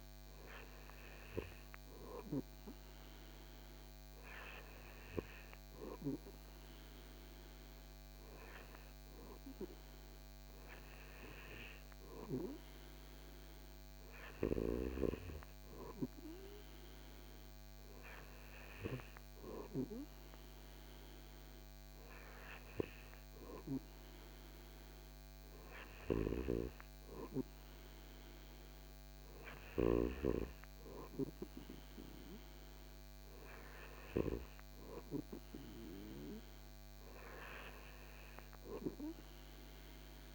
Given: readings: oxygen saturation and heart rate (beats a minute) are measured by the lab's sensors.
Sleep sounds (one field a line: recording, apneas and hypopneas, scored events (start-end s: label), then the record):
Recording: breathing in sleep by a microphone on the trachea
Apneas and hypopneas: none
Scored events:
none scored
From the record:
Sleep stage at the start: N2 (light sleep)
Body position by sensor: on the back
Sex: male